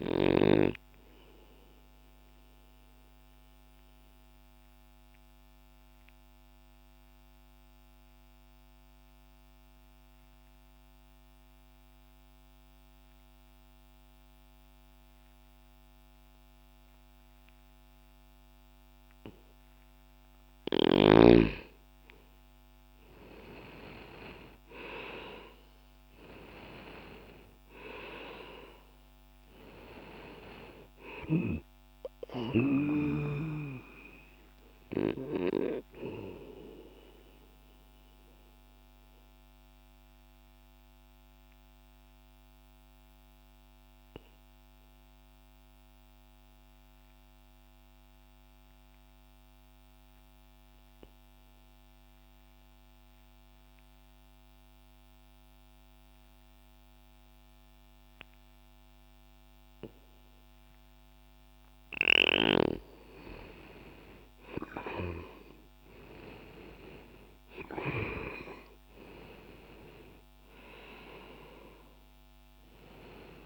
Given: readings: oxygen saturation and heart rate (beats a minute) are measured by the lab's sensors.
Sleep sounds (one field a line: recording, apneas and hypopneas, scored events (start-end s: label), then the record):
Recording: breathing in sleep by a microphone on the trachea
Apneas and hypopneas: 2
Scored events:
1.00-19.00 s: oxygen desaturation (device-marked, oxygen 97% before, 86% lowest, heart rate 66 before, 60 extreme)
1.00-20.00 s: mixed apnea (oxygen 97% before, 84% lowest, heart rate 66 before, 60 extreme, up 10 after)
21.00-54.00 s: oxygen desaturation (device-marked, oxygen 98% before, 84% lowest, heart rate 62 before, 60 extreme)
22.00-26.00 s: arousal
38.50-62.00 s: mixed apnea (oxygen 98% before, 83% lowest, heart rate 63 before, 60 extreme, up 10 after)
64.00-68.50 s: arousal
64.00-73.45 s: oxygen desaturation (device-marked, oxygen 98% before, 83% lowest, heart rate 64 before, 59 extreme)
From the record:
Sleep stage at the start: N2 (light sleep)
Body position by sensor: on the back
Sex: male